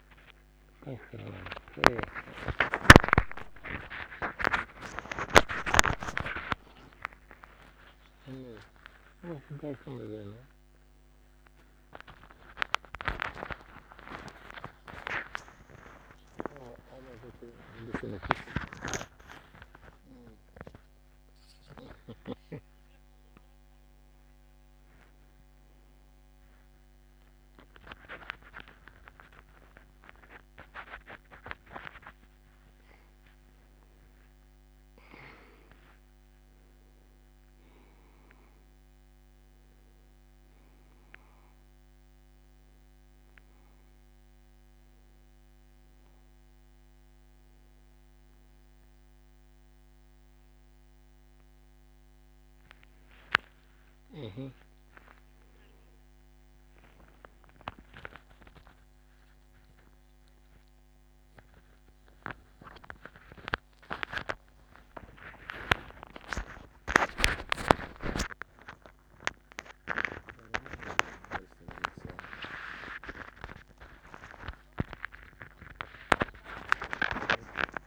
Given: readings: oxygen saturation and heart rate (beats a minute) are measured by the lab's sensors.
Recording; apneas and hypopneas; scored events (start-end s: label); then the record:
a person awake in a sleep study, by a microphone on the trachea; none
1.50-18.00 s: snoring (device-marked)
22.50-28.50 s: snoring (device-marked)
60.00-77.87 s: snoring (device-marked)
From the record:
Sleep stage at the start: awake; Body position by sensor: on the back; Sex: male